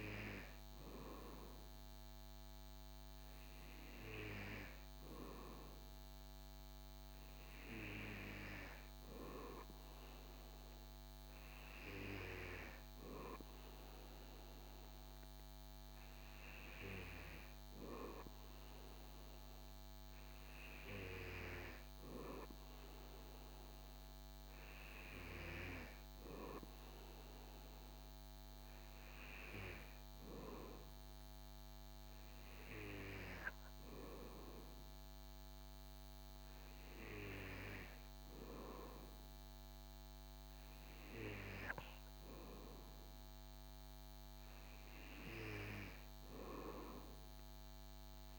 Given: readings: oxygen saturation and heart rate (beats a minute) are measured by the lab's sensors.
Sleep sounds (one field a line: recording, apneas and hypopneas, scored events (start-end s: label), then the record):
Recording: breathing in sleep by a microphone on the trachea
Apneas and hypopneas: none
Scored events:
none scored
From the record:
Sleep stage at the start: N2 (light sleep)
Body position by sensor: on the back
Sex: male